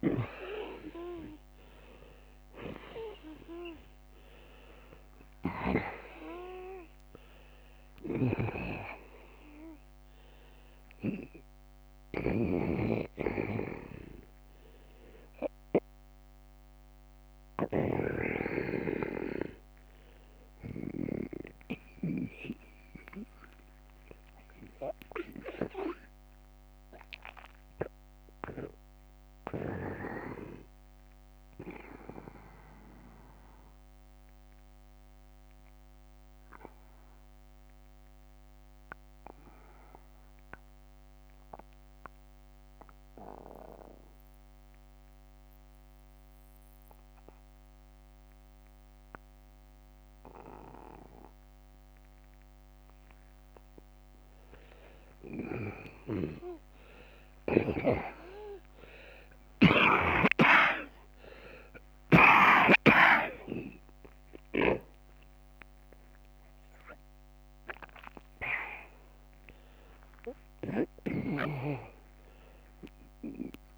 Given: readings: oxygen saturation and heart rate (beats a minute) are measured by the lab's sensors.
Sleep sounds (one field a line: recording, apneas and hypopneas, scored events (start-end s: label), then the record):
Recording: breathing in sleep by a microphone on the trachea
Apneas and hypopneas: 1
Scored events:
0.00-3.50 s: arousal
0.00-27.50 s: oxygen desaturation (device-marked, oxygen 82% lowest, heart rate 46 extreme)
11.50-17.50 s: snoring (device-marked)
25.50-52.50 s: obstructive apnea (oxygen 89% before, 73% lowest, heart rate 59 before, 43 extreme, up 23 after)
29.50-44.50 s: oxygen desaturation (device-marked, oxygen 84% before, 73% lowest, heart rate 59 before, 43 extreme)
57.00-63.00 s: arousal
59.50-61.50 s: long interval between heartbeats (device-marked, heart rate 50 before, 69 extreme)
59.50-62.50 s: tachycardia (device-marked, heart rate 56 before, 95 extreme)
62.00-64.00 s: long interval between heartbeats (device-marked, heart rate 52 before, 95 extreme)
66.50-73.50 s: oxygen desaturation (device-marked, oxygen 95% before, 92% lowest, heart rate 65 before, 41 extreme)
69.00-71.00 s: long interval between heartbeats (device-marked, heart rate 69 before, 78 extreme)
From the record:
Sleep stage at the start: N2 (light sleep)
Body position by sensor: on the back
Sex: male